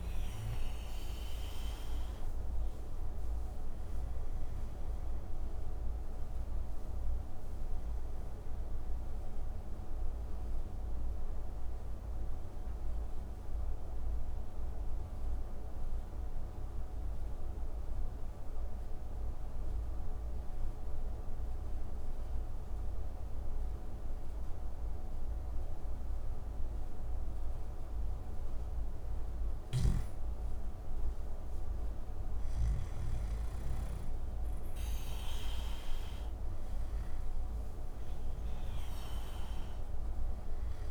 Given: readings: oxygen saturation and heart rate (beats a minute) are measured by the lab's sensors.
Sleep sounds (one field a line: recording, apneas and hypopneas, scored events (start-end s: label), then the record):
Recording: breathing in sleep, hard to hear, by a room microphone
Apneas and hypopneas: 1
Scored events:
2.50-24.50 s: oxygen desaturation (device-marked, oxygen 97% before, 89% lowest)
11.50-28.50 s: central apnea (oxygen 97% before, 89% lowest)
30.50-33.00 s: arousal
From the record:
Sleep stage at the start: N2 (light sleep)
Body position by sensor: on the back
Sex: male